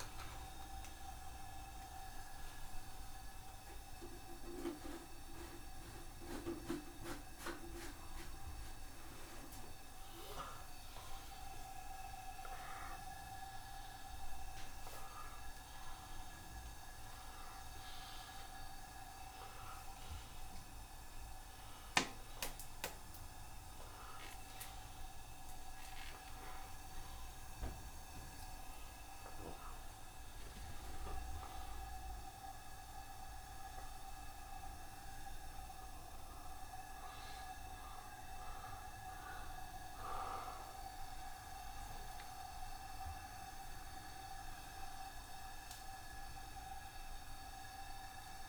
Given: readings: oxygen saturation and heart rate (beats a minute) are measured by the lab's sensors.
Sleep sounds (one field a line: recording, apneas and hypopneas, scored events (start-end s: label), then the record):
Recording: a person awake in a sleep study, by a room microphone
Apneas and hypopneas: none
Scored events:
2.00-4.00 s: long interval between heartbeats (device-marked, heart rate 96 before, 85 extreme)
7.00-18.00 s: tachycardia (device-marked, heart rate 84 before, 160 extreme)
9.00-11.00 s: long interval between heartbeats (device-marked, heart rate 88 before, 93 extreme)
11.00-13.00 s: long interval between heartbeats (device-marked, heart rate 89 before, 131 extreme)
13.00-15.00 s: long interval between heartbeats (device-marked, heart rate 94 before, 149 extreme)
16.00-18.00 s: long interval between heartbeats (device-marked, heart rate 103 before, 121 extreme)
31.00-37.00 s: oxygen desaturation (device-marked, oxygen 93% before, 88% lowest, heart rate 104 before, 78 extreme)
36.50-38.50 s: long interval between heartbeats (device-marked, heart rate 87 before, 86 extreme)
41.00-48.49 s: tachycardia (device-marked, heart rate 86 before, 188 extreme)
43.00-45.00 s: long interval between heartbeats (device-marked, heart rate 79 before, 97 extreme)
From the record:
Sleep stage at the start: awake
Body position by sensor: upright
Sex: male